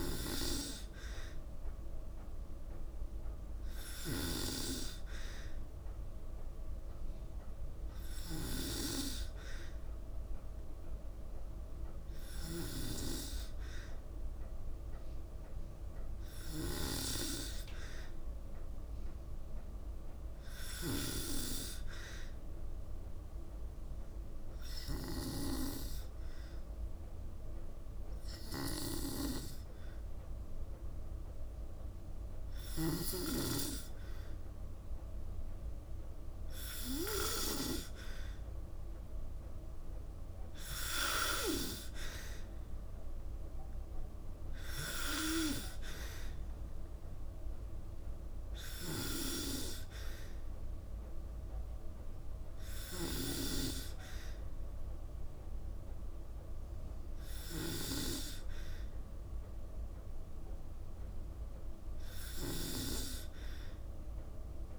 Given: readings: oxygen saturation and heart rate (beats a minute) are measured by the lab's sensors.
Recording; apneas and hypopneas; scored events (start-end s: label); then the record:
breathing in sleep by a room microphone; none
0.00-12.00 s: snoring (device-marked)
20.00-32.50 s: snoring (device-marked)
48.00-52.50 s: snoring (device-marked)
From the record:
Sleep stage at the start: N2 (light sleep); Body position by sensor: on the back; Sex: female